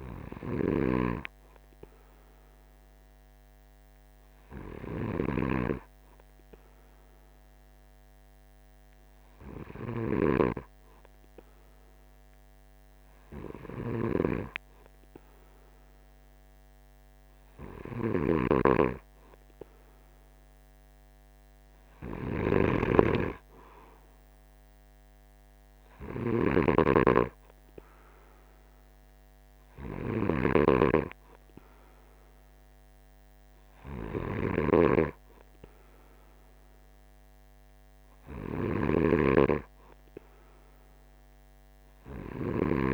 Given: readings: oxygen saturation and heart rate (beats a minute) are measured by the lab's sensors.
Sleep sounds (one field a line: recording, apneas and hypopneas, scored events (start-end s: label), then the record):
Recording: breathing in sleep by a microphone on the trachea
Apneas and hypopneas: 1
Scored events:
0.00-1.00 s: snoring (device-marked)
2.00-18.00 s: hypopnea (oxygen 96% before, 94% lowest, heart rate 51 before, 48 extreme, up 2 after)
10.00-42.94 s: snoring (device-marked)
20.00-24.00 s: arousal
From the record:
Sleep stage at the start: N2 (light sleep)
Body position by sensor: on the right side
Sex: male